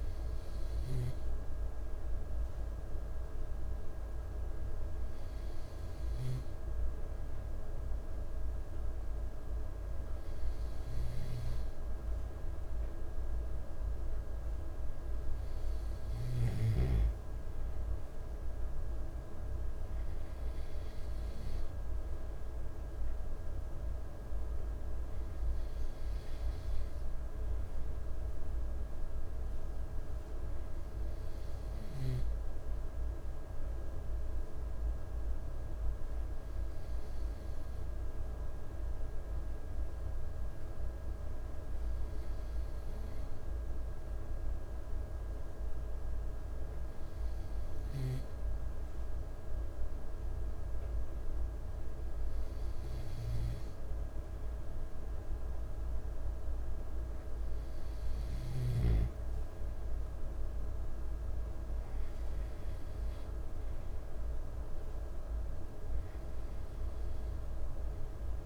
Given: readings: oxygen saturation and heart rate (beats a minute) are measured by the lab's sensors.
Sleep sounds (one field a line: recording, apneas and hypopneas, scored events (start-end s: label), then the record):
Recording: breathing in sleep, hard to hear, by a room microphone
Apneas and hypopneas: none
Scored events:
none scored
From the record:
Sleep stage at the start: N2 (light sleep)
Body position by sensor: on the back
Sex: male